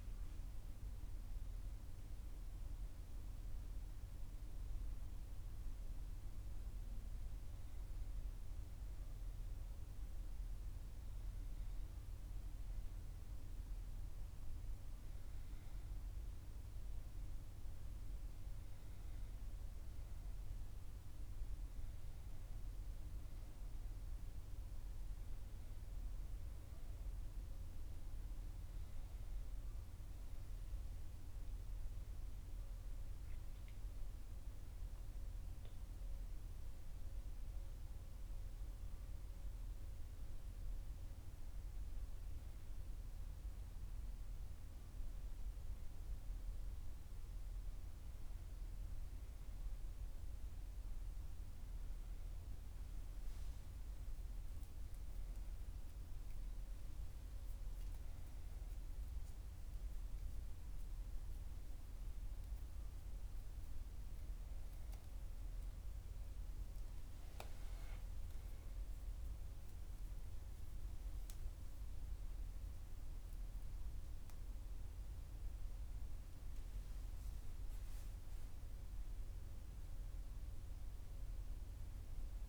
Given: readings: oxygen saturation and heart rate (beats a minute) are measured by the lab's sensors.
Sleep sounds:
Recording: a person partly awake in a sleep study, hard to hear, by a room microphone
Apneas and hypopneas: none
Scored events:
59.00-82.49 s: new sleep stage, awake
From the record:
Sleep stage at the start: N1 (lightest sleep)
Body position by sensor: on the back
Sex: female

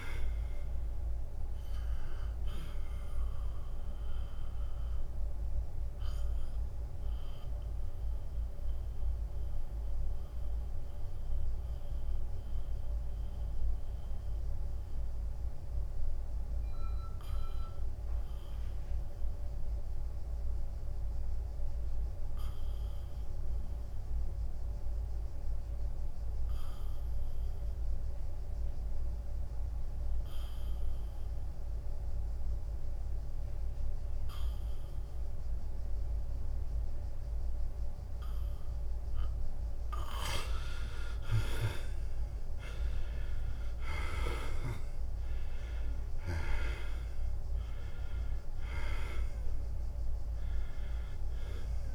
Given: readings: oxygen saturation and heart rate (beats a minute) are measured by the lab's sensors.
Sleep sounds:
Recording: breathing in sleep by a room microphone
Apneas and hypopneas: 1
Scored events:
6.00-38.50 s: mixed apnea (oxygen 99% before, 75% lowest, heart rate 85 before, 79 extreme, up 5 after)
15.50-25.50 s: oxygen desaturation (device-marked, oxygen 95% before, 84% lowest, heart rate 84 before, 79 extreme)
38.50-46.50 s: oxygen desaturation (device-marked, oxygen 97% before, 91% lowest, heart rate 81 before, 82 extreme)
43.50-48.00 s: arousal
45.50-51.95 s: drop in pulse transit time (device-marked, heart rate 81 before, 82 extreme)
From the record:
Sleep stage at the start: N2 (light sleep)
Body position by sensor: on the back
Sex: male

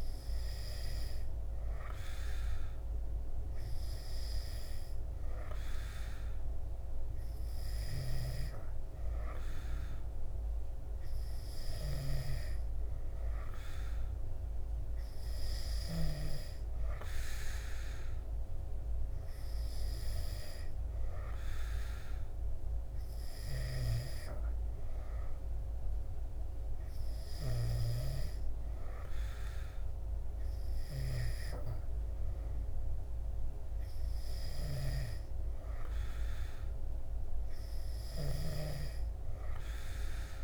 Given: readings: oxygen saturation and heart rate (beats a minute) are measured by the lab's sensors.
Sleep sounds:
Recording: breathing in sleep by a room microphone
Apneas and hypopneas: none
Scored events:
none scored
From the record:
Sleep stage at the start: N3 (deep sleep)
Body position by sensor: on the back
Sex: male

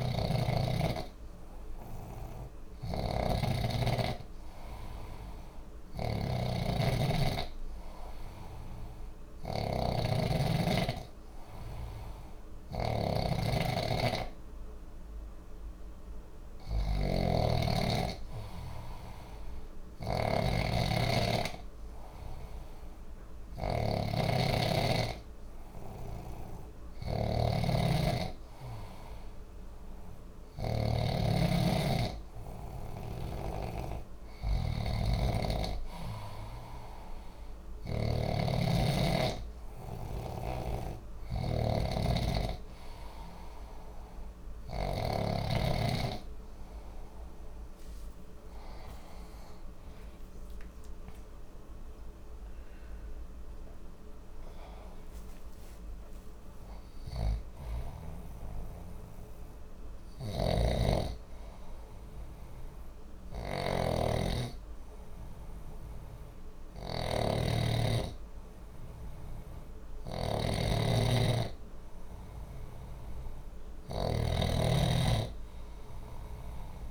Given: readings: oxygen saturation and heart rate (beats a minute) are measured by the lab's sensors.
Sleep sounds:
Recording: breathing in sleep by a room microphone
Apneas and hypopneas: none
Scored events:
0.00-30.50 s: snoring (device-marked)
40.00-45.00 s: snoring (device-marked)
49.00-54.50 s: arousal
53.50-62.50 s: oxygen desaturation (device-marked, oxygen 93% before, 90% lowest, heart rate 64 before, 59 extreme)
60.00-76.91 s: snoring (device-marked)
From the record:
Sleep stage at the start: N2 (light sleep)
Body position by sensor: on the back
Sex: male

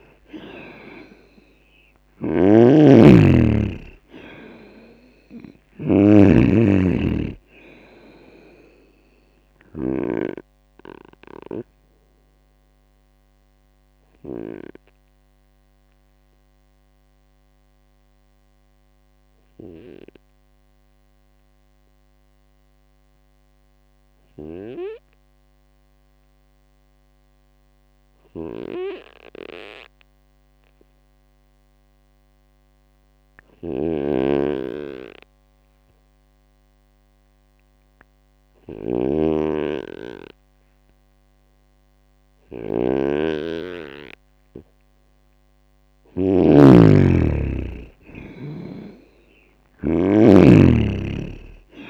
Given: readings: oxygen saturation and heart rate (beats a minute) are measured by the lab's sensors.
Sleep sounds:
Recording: breathing in sleep by a microphone on the trachea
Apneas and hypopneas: 1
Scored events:
0.00-13.00 s: oxygen desaturation (device-marked, oxygen 95% lowest, heart rate 61 extreme)
0.00-14.50 s: snoring (device-marked)
14.00-45.50 s: obstructive apnea (oxygen 98% before, 93% lowest, heart rate 73 before, 60 extreme, up 12 after)
26.00-32.00 s: oxygen desaturation (device-marked, oxygen 96% before, 93% lowest, heart rate 69 before, 63 extreme)
28.00-46.50 s: snoring (device-marked)
47.50-51.50 s: arousal
From the record:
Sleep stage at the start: N2 (light sleep)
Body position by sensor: on the right side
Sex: male

